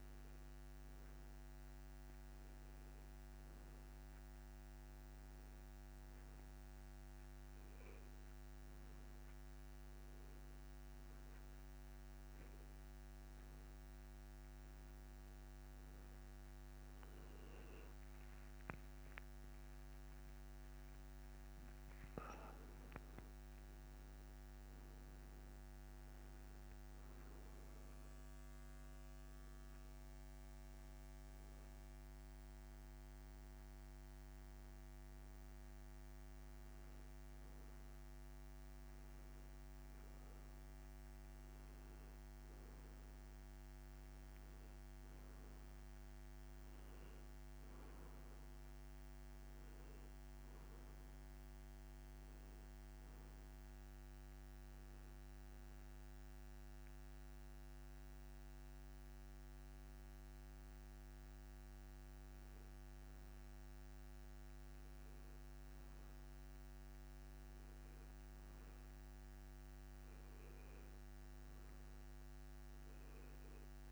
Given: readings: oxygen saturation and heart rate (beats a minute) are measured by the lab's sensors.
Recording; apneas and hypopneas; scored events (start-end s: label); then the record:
breathing in sleep, hard to hear, by a microphone on the trachea; 1
18.50-22.00 s: arousal
48.50-52.00 s: arousal
54.50-64.50 s: hypopnea (oxygen 96% before, 92% lowest)
66.50-71.00 s: arousal
From the record:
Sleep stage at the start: N2 (light sleep); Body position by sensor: on the back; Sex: male